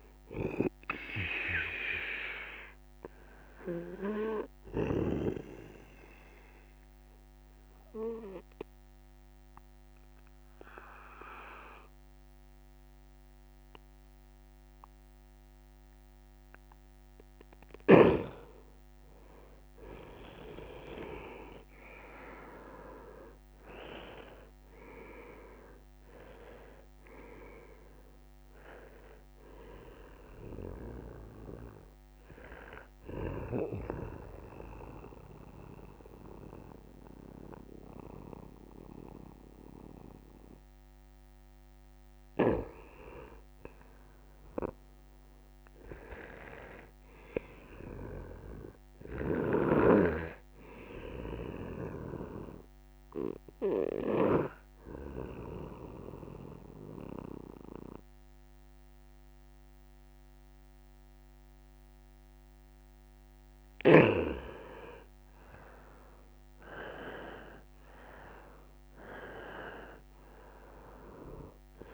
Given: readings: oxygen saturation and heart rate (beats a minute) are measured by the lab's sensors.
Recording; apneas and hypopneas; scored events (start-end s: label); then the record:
breathing in sleep by a microphone on the trachea; 3
1.50-13.50 s: oxygen desaturation (device-marked, oxygen 97% before, 92% lowest, heart rate 133 before, 99 extreme)
3.00-17.00 s: obstructive apnea (oxygen 97% before, 91% lowest, heart rate 135 before, 99 extreme, up 51 after)
20.00-25.00 s: arousal
25.50-36.50 s: oxygen desaturation (device-marked, oxygen 96% before, 93% lowest, heart rate 142 before, 67 extreme)
33.00-43.00 s: central apnea (oxygen 96% before, 89% lowest, heart rate 136 before, 39 extreme, up 46 after)
43.50-54.50 s: oxygen desaturation (device-marked, oxygen 94% before, 91% lowest, heart rate 160 before, 39 extreme)
45.50-48.50 s: arousal
53.50-63.50 s: obstructive apnea (oxygen 96% before, 89% lowest, heart rate 157 before, 39 extreme, up 18 after)
57.50-64.50 s: bradycardia (device-marked, heart rate 116 before, 59 extreme)
66.00-71.00 s: arousal
From the record:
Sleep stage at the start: N2 (light sleep); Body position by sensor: on the right side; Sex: male